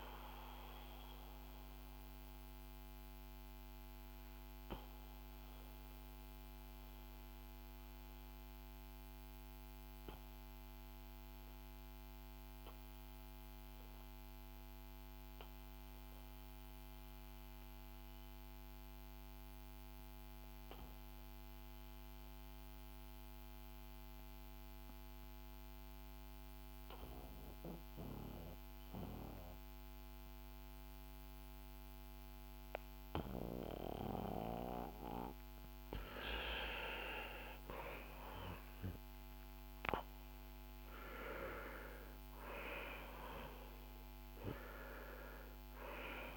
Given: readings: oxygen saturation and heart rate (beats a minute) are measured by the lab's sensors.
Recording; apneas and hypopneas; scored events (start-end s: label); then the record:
breathing in sleep by a microphone on the trachea; 1
0.50-34.00 s: obstructive apnea (oxygen 97% before, 88% lowest, heart rate 58 before, 39 extreme, up 2 after)
6.50-22.50 s: oxygen desaturation (device-marked, oxygen 93% before, 90% lowest, heart rate 57 before, 44 extreme)
35.50-46.36 s: oxygen desaturation (device-marked, oxygen 97% before, 88% lowest, heart rate 55 before, 48 extreme)
36.50-42.00 s: arousal
From the record:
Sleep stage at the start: N2 (light sleep); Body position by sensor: on the back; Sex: male